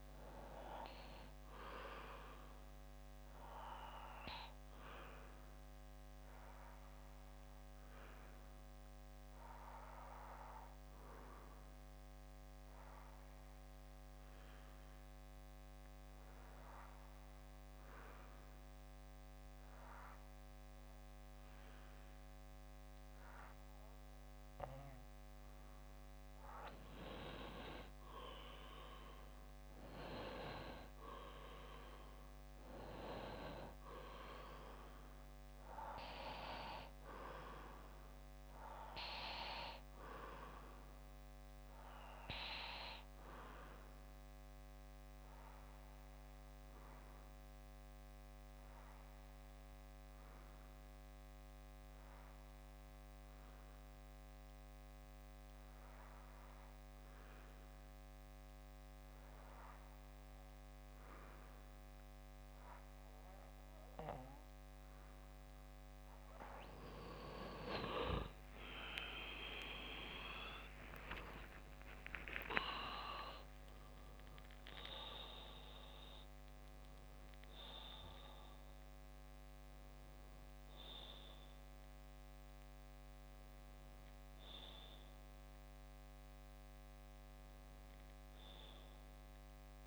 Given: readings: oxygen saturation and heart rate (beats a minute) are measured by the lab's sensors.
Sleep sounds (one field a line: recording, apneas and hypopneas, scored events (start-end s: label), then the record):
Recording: breathing in sleep by a microphone on the trachea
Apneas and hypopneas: 2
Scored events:
3.50-7.50 s: bradycardia (device-marked, heart rate 63 before, 59 extreme)
6.00-23.50 s: obstructive apnea (oxygen 96% before, 94% lowest, heart rate 62 before, 59 extreme, up 6 after)
15.50-21.50 s: bradycardia (device-marked, heart rate 63 before, 59 extreme)
26.50-30.00 s: arousal
42.50-64.50 s: bradycardia (device-marked, heart rate 63 before, 56 extreme)
44.00-65.00 s: obstructive apnea (oxygen 96% before, 94% lowest, heart rate 63 before, 56 extreme, up 56 after)
68.50-74.50 s: tachycardia (device-marked, heart rate 63 before, 114 extreme)
69.00-73.50 s: arousal
71.00-73.00 s: long interval between heartbeats (device-marked, heart rate 58 before, 79 extreme)
88.50-89.86 s: new sleep stage, N1 (lightest sleep)
From the record:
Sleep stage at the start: N2 (light sleep)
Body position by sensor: on the back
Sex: male